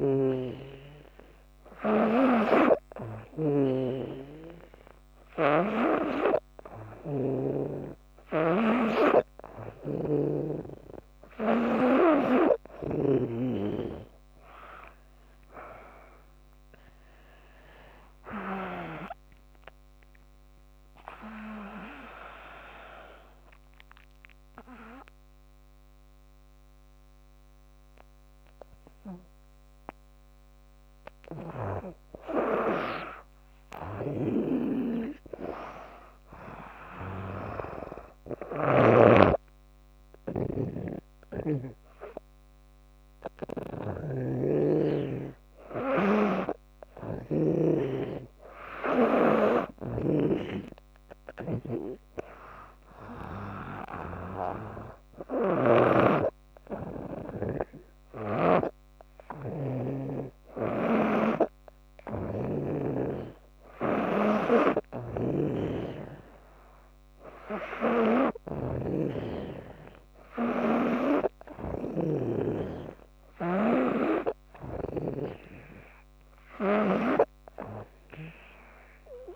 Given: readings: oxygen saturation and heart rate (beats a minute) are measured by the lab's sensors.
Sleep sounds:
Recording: breathing in sleep by a microphone on the trachea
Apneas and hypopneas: none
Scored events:
0.00-3.00 s: snoring (device-marked)
5.00-13.00 s: snoring (device-marked)
33.50-41.50 s: snoring (device-marked)
43.50-55.50 s: snoring (device-marked)
60.00-75.00 s: snoring (device-marked)
From the record:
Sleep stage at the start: N2 (light sleep)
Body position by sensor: on the back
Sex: female

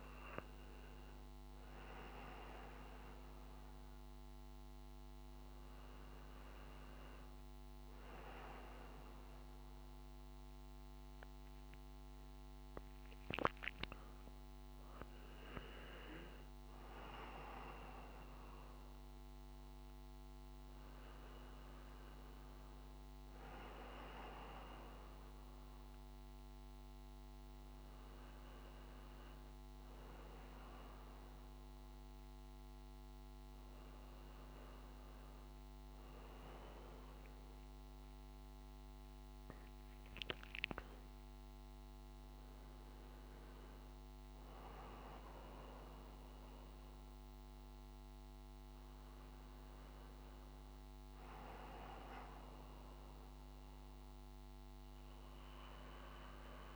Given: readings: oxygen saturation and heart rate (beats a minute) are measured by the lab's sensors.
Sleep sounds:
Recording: breathing in sleep by a microphone on the trachea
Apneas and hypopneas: none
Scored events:
10.00-14.00 s: arousal
From the record:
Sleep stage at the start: N1 (lightest sleep)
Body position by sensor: on the front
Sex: male

